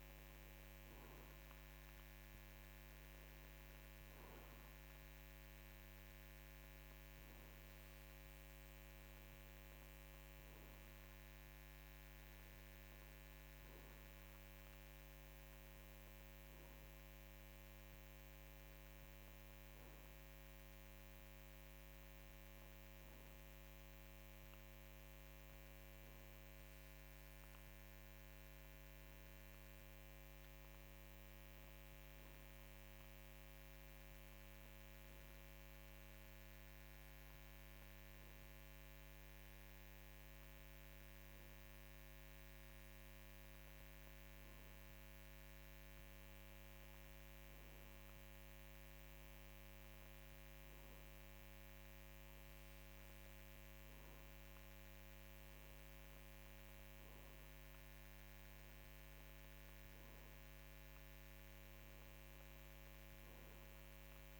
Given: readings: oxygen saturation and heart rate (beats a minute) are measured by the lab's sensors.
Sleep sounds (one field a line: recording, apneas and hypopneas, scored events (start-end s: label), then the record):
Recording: breathing in sleep, hard to hear, by a microphone on the trachea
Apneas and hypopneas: none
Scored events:
none scored
From the record:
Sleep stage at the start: N2 (light sleep)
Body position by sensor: on the right side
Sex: male